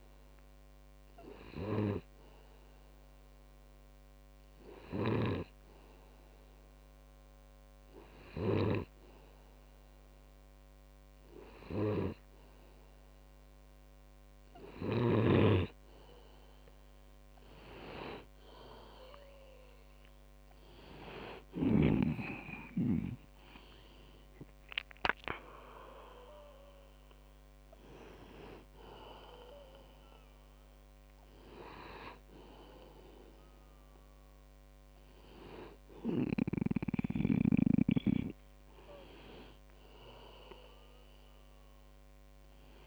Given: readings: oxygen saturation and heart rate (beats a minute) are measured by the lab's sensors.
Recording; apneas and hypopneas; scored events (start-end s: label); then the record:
breathing in sleep by a microphone on the trachea; 1
1.00-15.50 s: hypopnea (oxygen 97% before, 95% lowest, heart rate 53 before, 39 extreme, up 25 after)
19.50-24.50 s: arousal
From the record:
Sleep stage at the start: N2 (light sleep); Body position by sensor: on the back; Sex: male